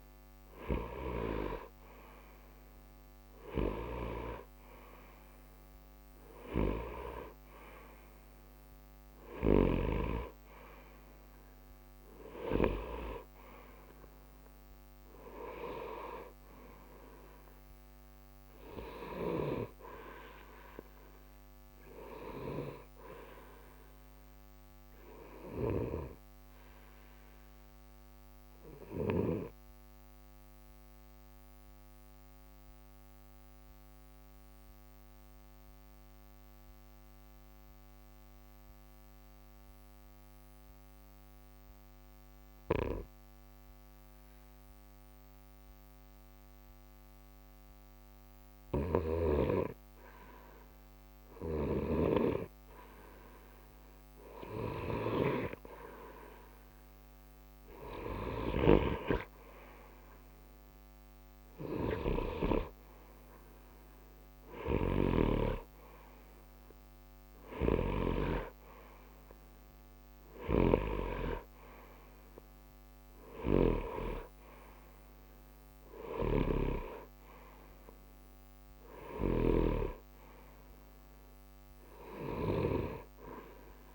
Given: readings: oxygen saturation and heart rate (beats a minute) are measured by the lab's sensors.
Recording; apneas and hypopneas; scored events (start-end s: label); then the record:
breathing in sleep by a microphone on the trachea; 1
0.00-32.00 s: oxygen desaturation (device-marked, oxygen 89% lowest, heart rate 60 extreme)
25.50-48.00 s: obstructive apnea (oxygen 92% before, 89% lowest, heart rate 60 before, 60 extreme, up 0 after)
50.50-53.50 s: arousal
64.00-71.00 s: oxygen desaturation (device-marked, oxygen 94% before, 91% lowest, heart rate 60 before, 60 extreme)
77.00-83.95 s: oxygen desaturation (device-marked, oxygen 92% before, 89% lowest, heart rate 60 before, 60 extreme)
From the record:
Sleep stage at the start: N2 (light sleep); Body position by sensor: on the right side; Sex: male